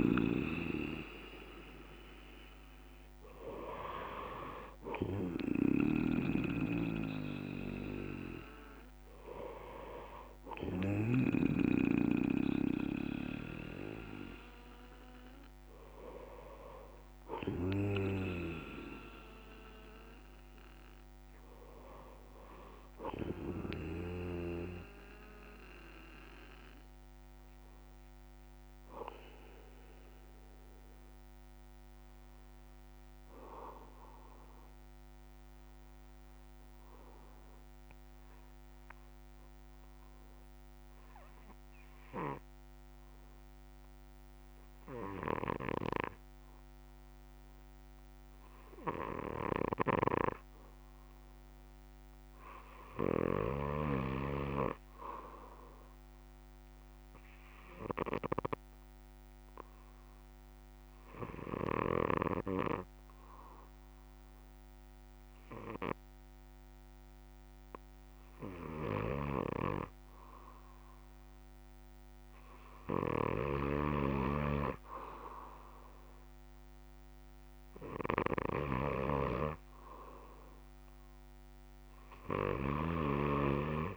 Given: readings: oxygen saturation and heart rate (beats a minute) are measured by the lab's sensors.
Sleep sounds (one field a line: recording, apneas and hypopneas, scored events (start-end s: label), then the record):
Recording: breathing in sleep by a microphone on the trachea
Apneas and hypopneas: 1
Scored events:
0.00-22.00 s: oxygen desaturation (device-marked, oxygen 88% lowest, heart rate 59 extreme)
20.00-83.97 s: new sleep stage, N1 (lightest sleep)
32.00-72.00 s: obstructive apnea (oxygen 99% before, 89% lowest, heart rate 67 before, 52 extreme, up 2 after)
52.00-83.97 s: oxygen desaturation (device-marked, oxygen 98% before, 91% lowest, heart rate 61 before, 52 extreme)
From the record:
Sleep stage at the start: N3 (deep sleep)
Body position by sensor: on the back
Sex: male